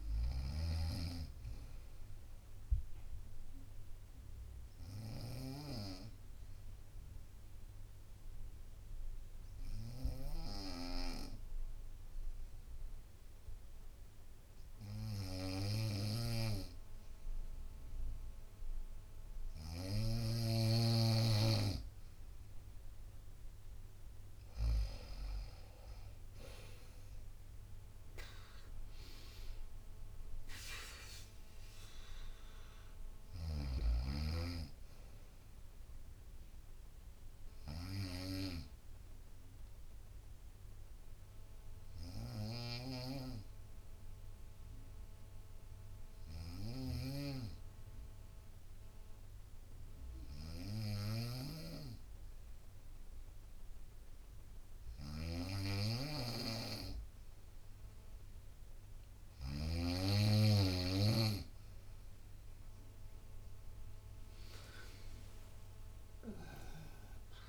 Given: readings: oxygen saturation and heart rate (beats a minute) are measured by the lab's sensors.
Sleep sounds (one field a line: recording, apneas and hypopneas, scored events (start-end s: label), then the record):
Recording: breathing in sleep by a room microphone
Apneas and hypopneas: 2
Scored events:
0.00-4.50 s: drop in pulse transit time (device-marked, heart rate 62 extreme)
0.00-20.00 s: snoring (device-marked)
1.50-17.50 s: bradycardia (device-marked, heart rate 66 before, 52 extreme)
2.50-19.50 s: obstructive apnea (oxygen 98% before, 93% lowest, heart rate 78 before, 52 extreme, up 6 after)
18.50-21.50 s: bradycardia (device-marked, heart rate 66 before, 59 extreme)
23.50-27.50 s: arousal
26.50-38.50 s: drop in pulse transit time (device-marked, heart rate 57 before, 61 extreme)
27.50-40.50 s: oxygen desaturation (device-marked, oxygen 97% before, 93% lowest, heart rate 58 before, 56 extreme)
33.00-59.50 s: snoring (device-marked)
35.50-47.50 s: bradycardia (device-marked, heart rate 66 before, 56 extreme)
38.50-58.00 s: obstructive apnea (oxygen 97% before, 93% lowest, heart rate 62 before, 58 extreme, up 31 after)
59.50-67.49 s: oxygen desaturation (device-marked, oxygen 97% before, 93% lowest, heart rate 59 before, 58 extreme)
61.00-65.00 s: arousal
62.50-67.49 s: drop in pulse transit time (device-marked, heart rate 60 before, 62 extreme)
65.00-67.00 s: long interval between heartbeats (device-marked, heart rate 61 before, 89 extreme)
From the record:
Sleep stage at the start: N2 (light sleep)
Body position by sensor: on the right side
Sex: female